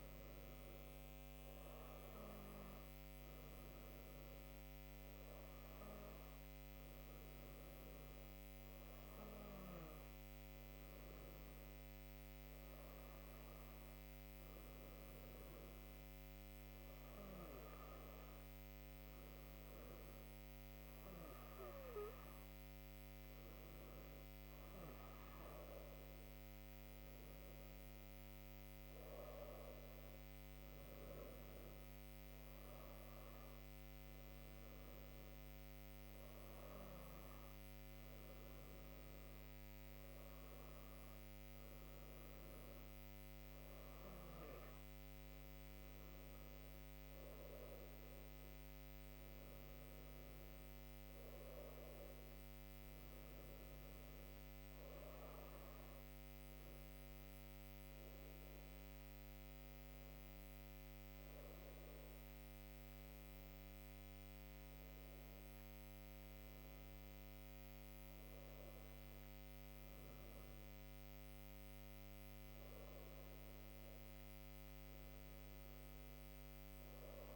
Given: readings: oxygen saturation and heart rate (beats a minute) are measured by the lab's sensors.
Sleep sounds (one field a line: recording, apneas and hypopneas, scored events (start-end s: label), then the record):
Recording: breathing in sleep, hard to hear, by a microphone on the trachea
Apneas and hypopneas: none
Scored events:
none scored
From the record:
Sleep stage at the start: N2 (light sleep)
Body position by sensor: on the right side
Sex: female